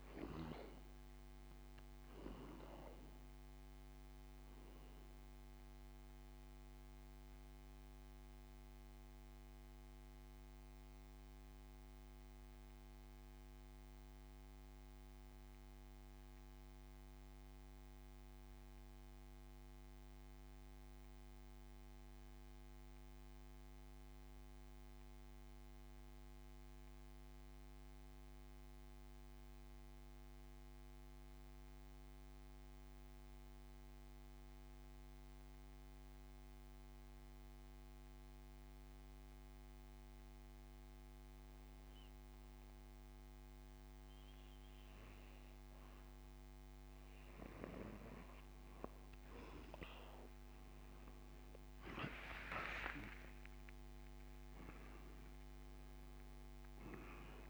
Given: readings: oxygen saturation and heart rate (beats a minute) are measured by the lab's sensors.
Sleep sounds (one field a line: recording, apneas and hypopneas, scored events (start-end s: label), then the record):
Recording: breathing in sleep by a microphone on the trachea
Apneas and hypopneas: 1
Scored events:
6.50-46.50 s: mixed apnea (oxygen 98% before, 85% lowest)
11.00-57.50 s: new sleep stage, N2 (light sleep)
20.00-42.00 s: oxygen desaturation (device-marked, oxygen 92% before, 85% lowest)
51.00-57.50 s: arousal
From the record:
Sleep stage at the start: N1 (lightest sleep)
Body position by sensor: on the back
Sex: male